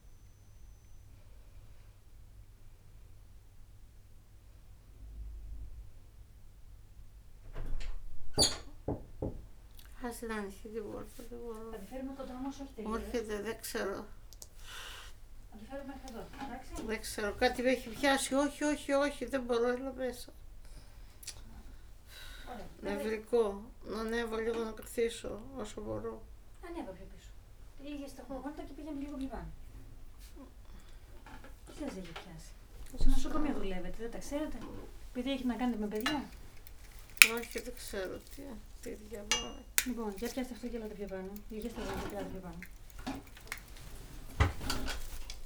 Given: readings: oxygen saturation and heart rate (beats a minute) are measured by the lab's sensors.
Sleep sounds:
a person awake in a sleep study, by a room microphone; none
13.50-19.50 s: tachycardia (device-marked, heart rate 92 before, 111 extreme)
41.50-45.46 s: tachycardia (device-marked, heart rate 93 before, 116 extreme)
From the record:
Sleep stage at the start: awake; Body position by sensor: on the back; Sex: female

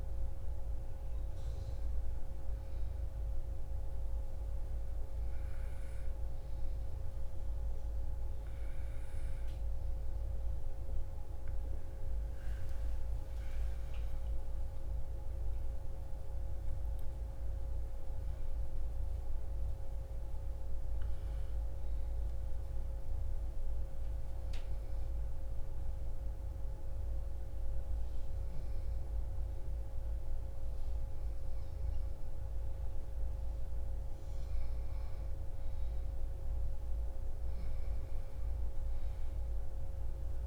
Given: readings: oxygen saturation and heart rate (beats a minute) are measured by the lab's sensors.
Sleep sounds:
breathing in sleep, hard to hear, by a room microphone; 2
3.00-13.00 s: obstructive apnea (oxygen 96% before, 93% lowest)
14.00-18.00 s: arousal
22.50-34.50 s: obstructive apnea (oxygen 96% before, 93% lowest)
38.00-40.47 s: arousal
From the record:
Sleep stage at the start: N2 (light sleep); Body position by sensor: on the back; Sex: female

